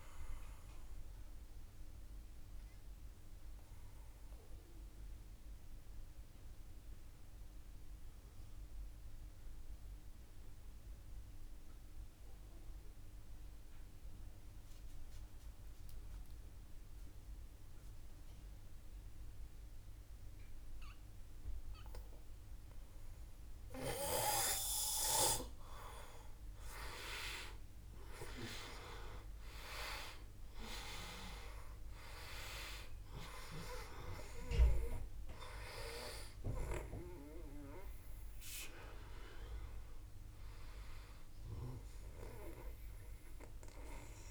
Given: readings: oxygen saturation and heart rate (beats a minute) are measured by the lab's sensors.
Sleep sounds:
breathing in sleep by a room microphone; 1
0.00-13.50 s: oxygen desaturation (device-marked, oxygen 91% lowest, heart rate 53 extreme)
0.50-21.50 s: obstructive apnea (oxygen 97% before, 89% lowest, heart rate 56 before, 54 extreme, up 2 after)
23.50-44.31 s: oxygen desaturation (device-marked, oxygen 97% before, 89% lowest, heart rate 54 before, 52 extreme)
26.00-30.00 s: arousal
From the record:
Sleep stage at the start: N2 (light sleep); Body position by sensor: on the back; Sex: male

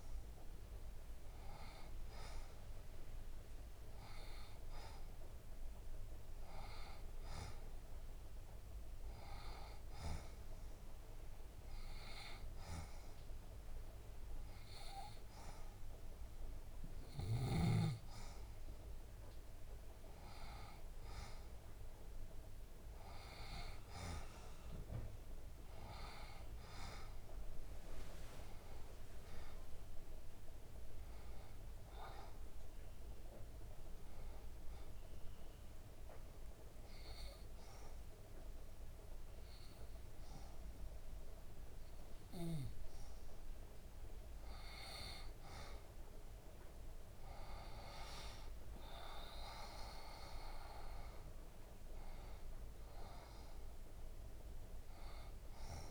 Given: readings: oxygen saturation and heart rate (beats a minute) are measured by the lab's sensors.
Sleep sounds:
breathing in sleep by a room microphone; 2
0.50-5.00 s: arousal
9.50-21.00 s: hypopnea (oxygen 92% before, 89% lowest, heart rate 74 before, 71 extreme, up 2 after)
23.00-27.50 s: arousal
34.00-45.00 s: obstructive apnea (oxygen 92% before, 89% lowest, heart rate 75 before, 70 extreme, up 5 after)
47.50-52.50 s: arousal
From the record:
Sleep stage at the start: N2 (light sleep); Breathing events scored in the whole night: 153 in 5.4 hours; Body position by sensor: on the left side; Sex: female

